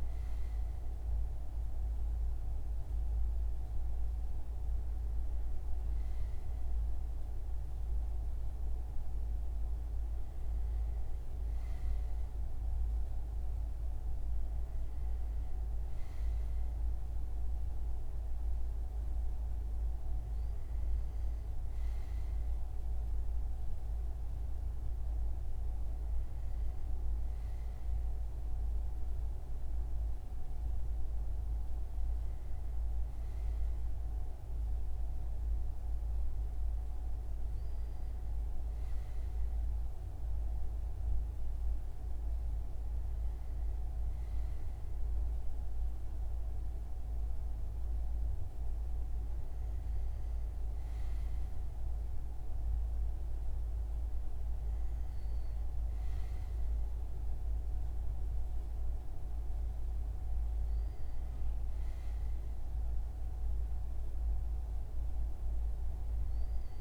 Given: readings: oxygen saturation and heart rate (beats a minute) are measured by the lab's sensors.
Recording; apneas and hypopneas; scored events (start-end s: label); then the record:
breathing in sleep, hard to hear, by a room microphone; none
none scored
From the record:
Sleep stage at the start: N2 (light sleep); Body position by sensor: on the front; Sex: male